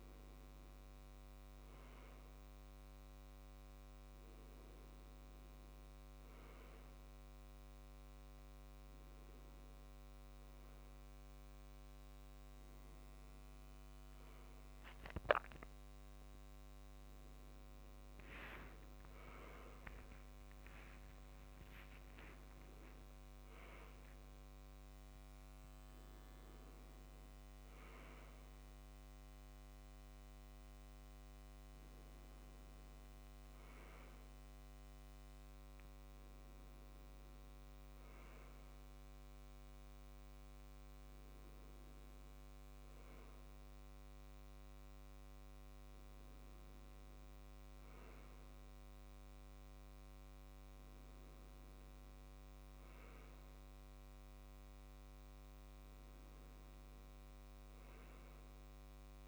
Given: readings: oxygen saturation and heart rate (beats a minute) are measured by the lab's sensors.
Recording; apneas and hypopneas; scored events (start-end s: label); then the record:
breathing in sleep, hard to hear, by a microphone on the trachea; none
18.50-23.00 s: arousal
From the record:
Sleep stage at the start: N1 (lightest sleep); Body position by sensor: on the left side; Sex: male